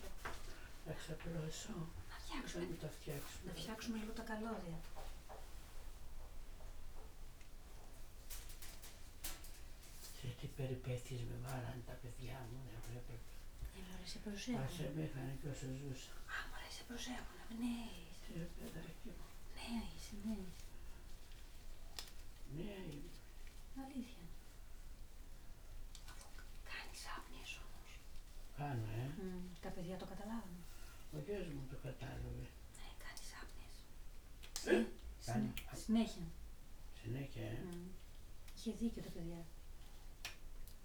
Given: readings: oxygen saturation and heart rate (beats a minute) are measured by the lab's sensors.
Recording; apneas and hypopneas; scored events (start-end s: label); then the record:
a person awake in a sleep study, by a room microphone; none
none scored
From the record:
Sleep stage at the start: awake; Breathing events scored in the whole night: 317 in 4.7 hours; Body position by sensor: on the back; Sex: female